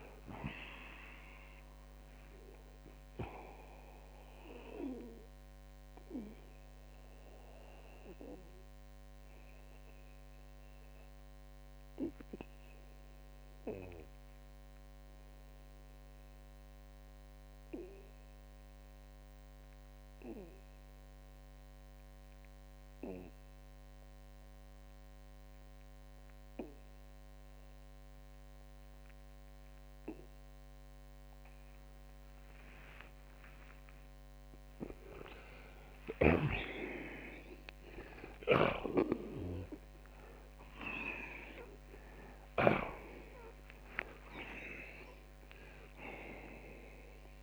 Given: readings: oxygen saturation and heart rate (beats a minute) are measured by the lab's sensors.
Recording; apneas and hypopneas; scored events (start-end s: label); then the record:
breathing in sleep by a microphone on the trachea; 1
3.50-34.00 s: mixed apnea (oxygen 93% before, 78% lowest, heart rate 119 before, 61 extreme)
4.50-19.50 s: oxygen desaturation (device-marked, oxygen 92% before, 86% lowest, heart rate 122 before, 61 extreme)
21.50-35.50 s: oxygen desaturation (device-marked, oxygen 88% before, 78% lowest, heart rate 89 before, 61 extreme)
35.50-42.00 s: arousal
38.00-42.50 s: snoring (device-marked)
From the record:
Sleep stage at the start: N2 (light sleep); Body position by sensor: on the back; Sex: male